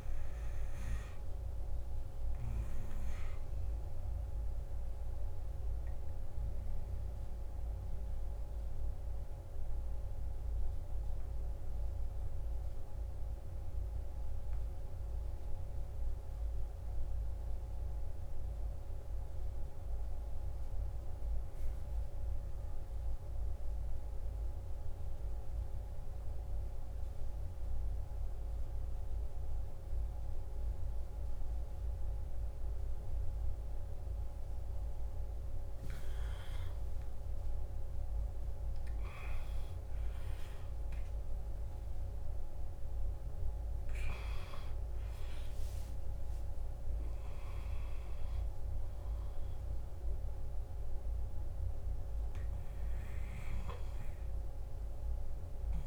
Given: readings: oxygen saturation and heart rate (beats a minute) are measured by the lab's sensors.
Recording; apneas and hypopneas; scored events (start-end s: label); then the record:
breathing in sleep, hard to hear, by a room microphone; 1
0.00-10.50 s: oxygen desaturation (device-marked, oxygen 91% lowest, heart rate 54 extreme)
6.00-36.00 s: obstructive apnea (oxygen 99% before, 91% lowest, heart rate 61 before, 54 extreme, up 14 after)
31.50-55.87 s: oxygen desaturation (device-marked, oxygen 97% before, 91% lowest, heart rate 55 before, 54 extreme)
38.00-42.50 s: arousal
From the record:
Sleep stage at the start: N2 (light sleep); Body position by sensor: on the back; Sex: male